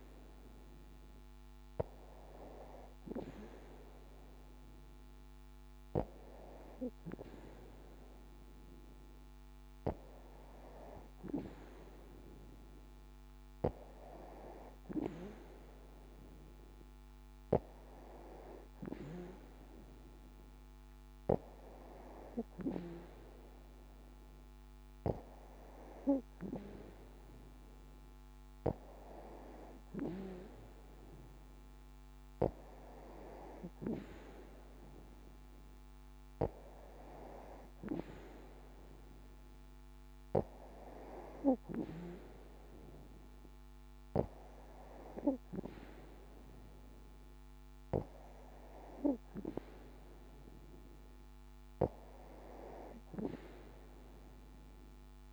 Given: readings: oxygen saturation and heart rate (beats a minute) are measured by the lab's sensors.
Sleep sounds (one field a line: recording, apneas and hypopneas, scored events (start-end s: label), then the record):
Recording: breathing in sleep by a microphone on the trachea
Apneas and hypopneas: none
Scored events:
none scored
From the record:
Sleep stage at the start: N2 (light sleep)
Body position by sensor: on the back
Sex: female